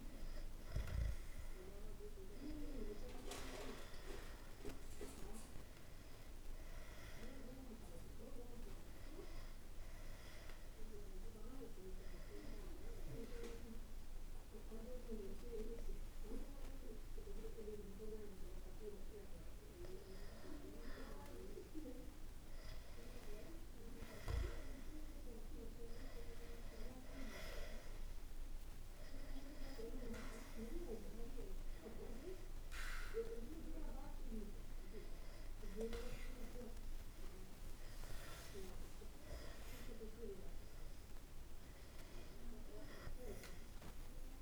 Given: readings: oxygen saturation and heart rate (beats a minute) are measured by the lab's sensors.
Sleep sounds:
breathing in sleep by a room microphone; 1
10.00-21.00 s: obstructive apnea (oxygen 95% before, 92% lowest, heart rate 62 before, 59 extreme, up 0 after)
37.50-42.50 s: arousal
From the record:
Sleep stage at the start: N2 (light sleep); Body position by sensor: on the back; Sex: male

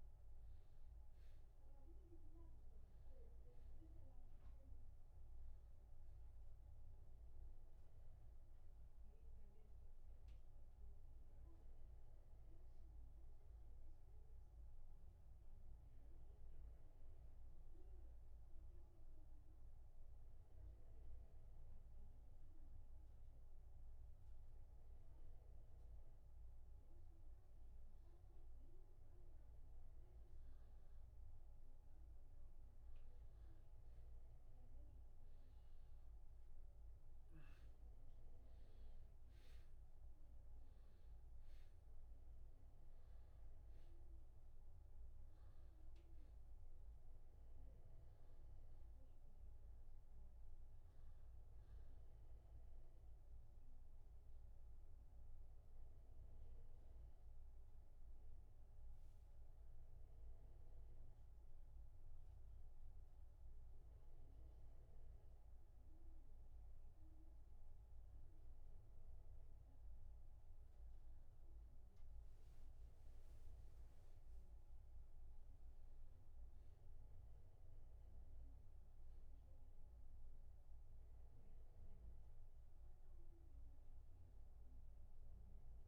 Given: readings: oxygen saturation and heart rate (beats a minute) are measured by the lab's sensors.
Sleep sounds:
breathing in sleep, hard to hear, by a room microphone; 2
0.00-20.50 s: oxygen desaturation (device-marked, oxygen 92% lowest)
16.50-29.50 s: obstructive apnea (oxygen 97% before, 92% lowest)
35.00-40.00 s: arousal
40.50-60.50 s: oxygen desaturation (device-marked, oxygen 97% before, 92% lowest)
55.50-69.50 s: hypopnea (oxygen 97% before, 92% lowest)
72.50-77.00 s: arousal
From the record:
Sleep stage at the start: N1 (lightest sleep); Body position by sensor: on the back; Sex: male

